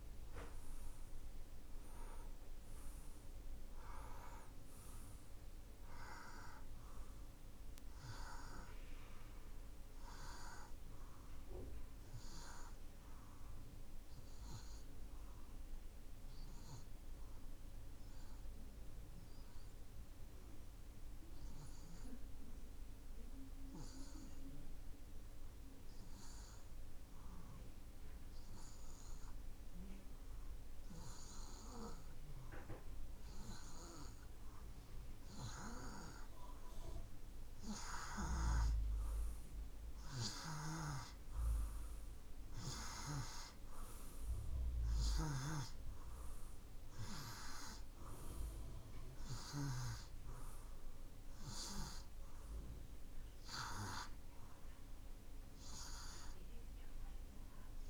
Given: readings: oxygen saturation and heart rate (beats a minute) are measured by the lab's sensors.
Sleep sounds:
breathing in sleep by a room microphone; 1
0.00-2.50 s: oxygen desaturation (device-marked, oxygen 88% lowest)
11.00-32.50 s: hypopnea (oxygen 91% before, 88% lowest)
35.00-39.00 s: arousal
42.50-57.90 s: oxygen desaturation (device-marked, oxygen 96% before, 88% lowest)
From the record:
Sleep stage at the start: N2 (light sleep); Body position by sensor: on the right side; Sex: male

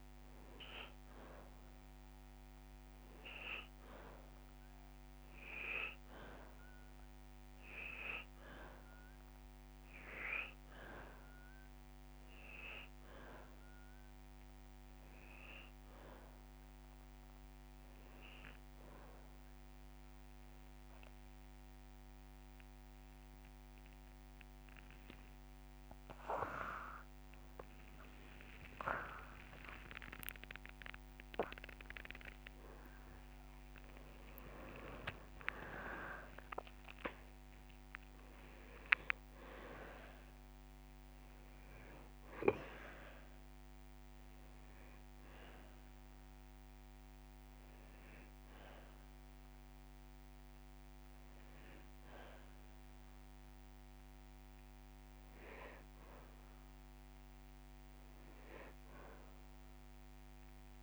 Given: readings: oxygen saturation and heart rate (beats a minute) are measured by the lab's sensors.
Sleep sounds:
breathing in sleep by a microphone on the trachea; none
0.00-4.50 s: oxygen desaturation (device-marked, oxygen 86% lowest)
4.50-16.50 s: drop in pulse transit time (device-marked)
27.50-40.50 s: drop in pulse transit time (device-marked)
30.00-34.00 s: arousal
41.50-60.50 s: oxygen desaturation (device-marked, oxygen 97% before, 93% lowest)
52.00-54.00 s: long interval between heartbeats (device-marked)
From the record:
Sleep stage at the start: N2 (light sleep); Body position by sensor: on the back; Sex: male

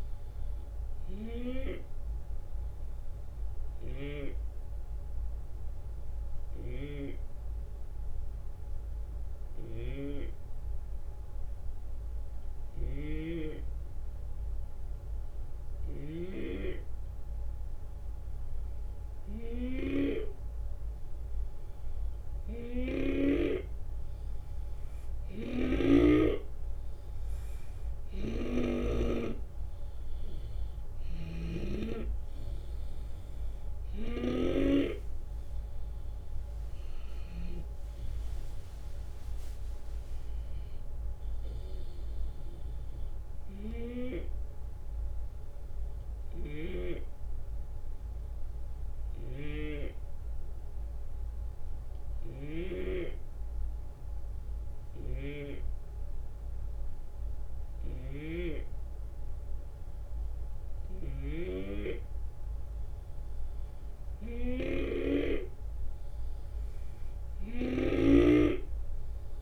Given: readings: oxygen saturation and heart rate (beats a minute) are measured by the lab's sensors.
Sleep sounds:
breathing in sleep by a room microphone; 2
1.00-19.00 s: obstructive apnea (oxygen 96% before, 90% lowest, heart rate 75 before, 68 extreme, up 7 after)
6.00-16.00 s: snoring (device-marked)
25.00-28.50 s: snoring (device-marked)
26.00-31.00 s: arousal
30.00-56.00 s: oxygen desaturation (device-marked, oxygen 95% before, 90% lowest, heart rate 72 before, 66 extreme)
30.50-34.00 s: snoring (device-marked)
44.00-62.00 s: obstructive apnea (oxygen 95% before, 90% lowest, heart rate 78 before, 66 extreme, up 8 after)
46.00-52.50 s: snoring (device-marked)
54.50-69.41 s: snoring (device-marked)
66.50-69.41 s: arousal
68.00-69.41 s: oxygen desaturation (device-marked, oxygen 95% before, 92% lowest, heart rate 69 before, 68 extreme)
From the record:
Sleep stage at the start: REM sleep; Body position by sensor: on the left side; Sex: male

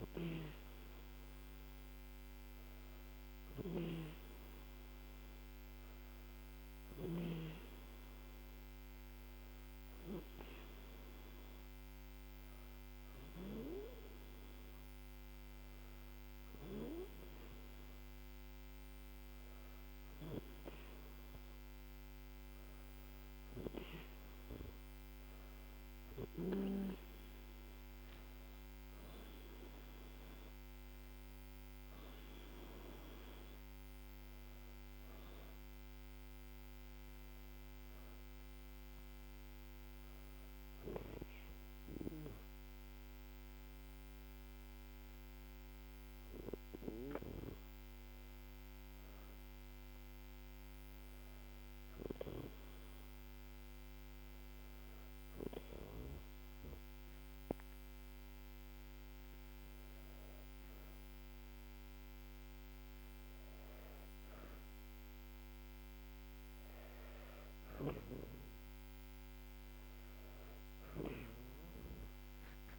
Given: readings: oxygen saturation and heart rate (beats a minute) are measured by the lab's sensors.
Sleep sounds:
breathing in sleep by a microphone on the trachea; none
none scored
From the record:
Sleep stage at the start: N2 (light sleep); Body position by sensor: on the back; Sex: female

